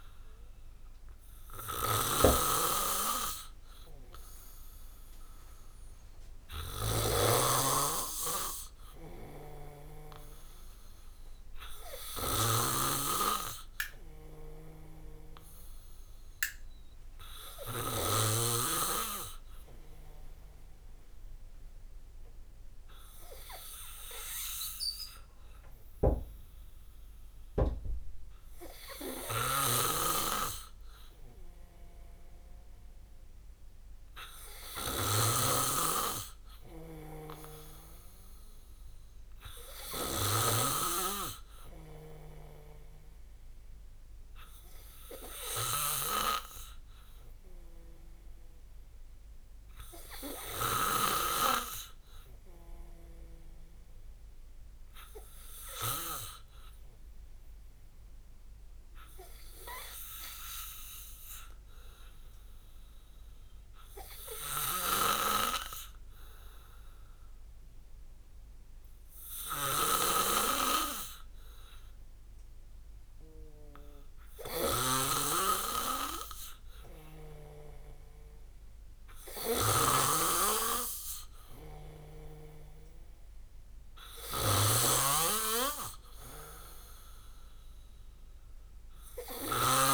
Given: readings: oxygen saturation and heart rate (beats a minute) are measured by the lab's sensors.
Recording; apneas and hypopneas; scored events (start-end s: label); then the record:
breathing in sleep by a room microphone; 1
0.00-18.00 s: snoring (device-marked)
29.50-56.50 s: snoring (device-marked)
50.00-54.00 s: arousal
59.50-74.50 s: obstructive apnea (oxygen 96% before, 91% lowest)
64.50-89.94 s: snoring (device-marked)
76.50-79.50 s: arousal
77.50-89.94 s: oxygen desaturation (device-marked, oxygen 96% before, 91% lowest)
From the record:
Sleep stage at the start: N2 (light sleep); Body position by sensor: on the back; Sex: male